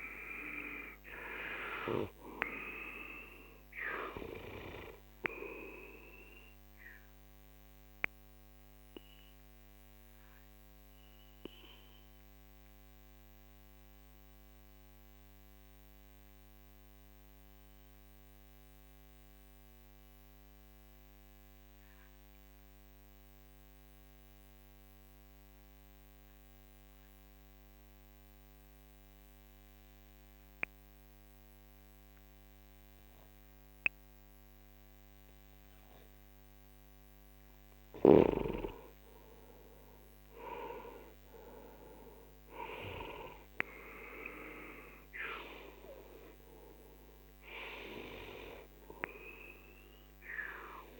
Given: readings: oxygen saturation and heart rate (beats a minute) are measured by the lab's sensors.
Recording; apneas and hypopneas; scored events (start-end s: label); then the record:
breathing in sleep by a microphone on the trachea; 1
0.00-20.50 s: oxygen desaturation (device-marked, oxygen 89% lowest, heart rate 40 extreme)
5.50-38.00 s: obstructive apnea (oxygen 98% before, 89% lowest, heart rate 55 before, 40 extreme, up 14 after)
37.50-51.00 s: oxygen desaturation (device-marked, oxygen 98% before, 90% lowest, heart rate 47 before, 41 extreme)
40.50-45.00 s: arousal
From the record:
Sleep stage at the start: N2 (light sleep); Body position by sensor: on the left side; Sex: male